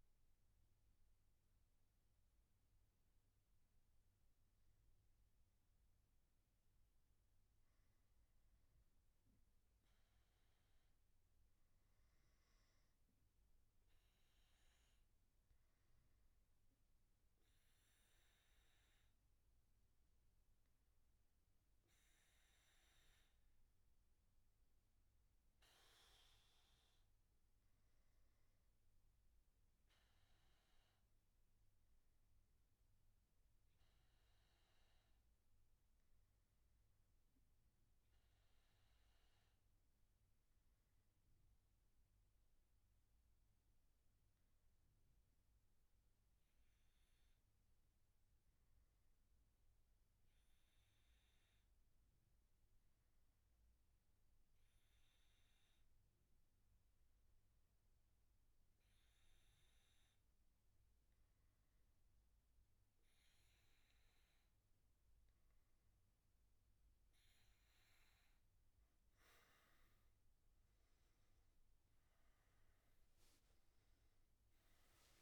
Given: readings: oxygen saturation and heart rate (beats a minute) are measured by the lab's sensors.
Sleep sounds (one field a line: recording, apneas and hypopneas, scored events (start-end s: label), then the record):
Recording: breathing in sleep, hard to hear, by a room microphone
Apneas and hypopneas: none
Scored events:
12.00-27.00 s: oxygen desaturation (device-marked, oxygen 98% before, 94% lowest, heart rate 113 before, 69 extreme)
From the record:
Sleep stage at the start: N2 (light sleep)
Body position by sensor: on the back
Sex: male